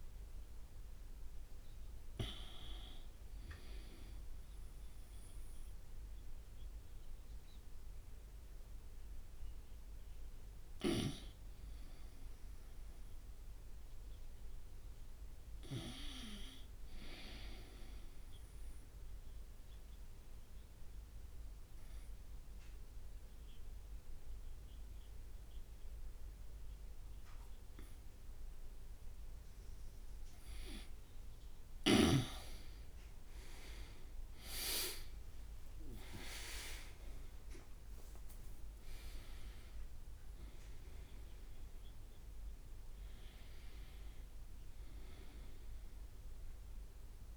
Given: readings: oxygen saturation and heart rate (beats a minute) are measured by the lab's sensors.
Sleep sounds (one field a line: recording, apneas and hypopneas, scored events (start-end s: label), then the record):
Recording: breathing in sleep by a room microphone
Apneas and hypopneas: 1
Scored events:
0.00-8.00 s: oxygen desaturation (device-marked, oxygen 90% lowest, heart rate 53 extreme)
12.50-16.50 s: arousal
19.50-31.00 s: obstructive apnea (oxygen 97% before, 90% lowest, heart rate 65 before, 50 extreme, up 9 after)
25.00-35.00 s: oxygen desaturation (device-marked, oxygen 96% before, 92% lowest, heart rate 65 before, 50 extreme)
29.50-31.50 s: long interval between heartbeats (device-marked, heart rate 64 before, 64 extreme)
33.50-39.50 s: arousal
35.00-47.37 s: drop in pulse transit time (device-marked, heart rate 61 before, 50 extreme)
From the record:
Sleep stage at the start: N2 (light sleep)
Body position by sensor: on the right side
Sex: male